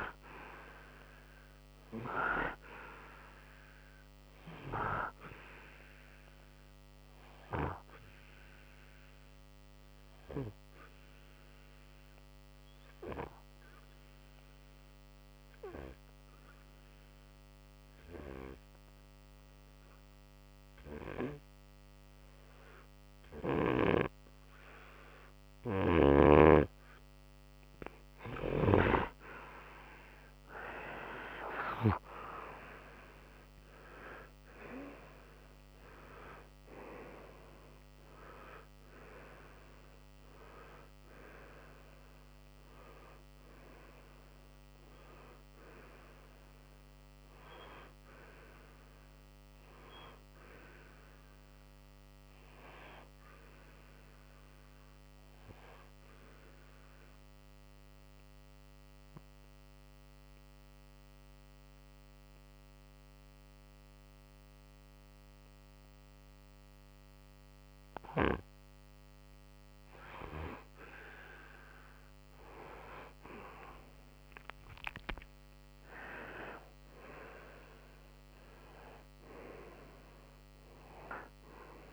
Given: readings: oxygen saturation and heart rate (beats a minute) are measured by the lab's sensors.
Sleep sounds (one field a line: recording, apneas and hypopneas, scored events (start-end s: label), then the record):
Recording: breathing in sleep by a microphone on the trachea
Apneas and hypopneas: 2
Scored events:
0.00-15.00 s: oxygen desaturation (device-marked, oxygen 96% before, 92% lowest, heart rate 62 before, 58 extreme)
5.50-26.50 s: obstructive apnea (oxygen 97% before, 91% lowest, heart rate 63 before, 58 extreme, up 10 after)
29.50-32.00 s: arousal
37.00-46.00 s: oxygen desaturation (device-marked, oxygen 95% before, 92% lowest, heart rate 63 before, 60 extreme)
53.50-69.00 s: obstructive apnea (oxygen 95% before, 91% lowest, heart rate 67 before, 60 extreme, up 5 after)
74.50-78.50 s: arousal
From the record:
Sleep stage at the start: N2 (light sleep)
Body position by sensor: on the right side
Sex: male